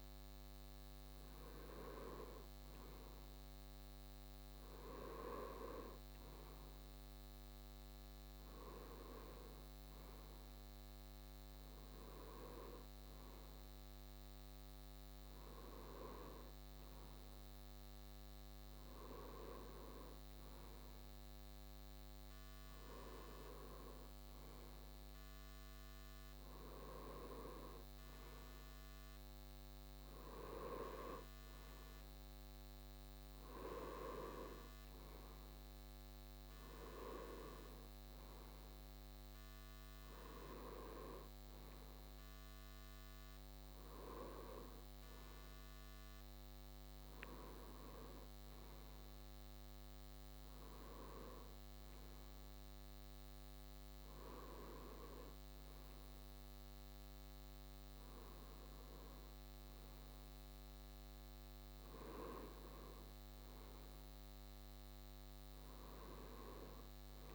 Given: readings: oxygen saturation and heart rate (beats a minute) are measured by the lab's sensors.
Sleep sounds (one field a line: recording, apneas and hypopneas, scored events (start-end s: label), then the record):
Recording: breathing in sleep by a microphone on the trachea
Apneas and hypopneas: none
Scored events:
none scored
From the record:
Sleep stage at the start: N2 (light sleep)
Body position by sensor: on the right side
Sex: male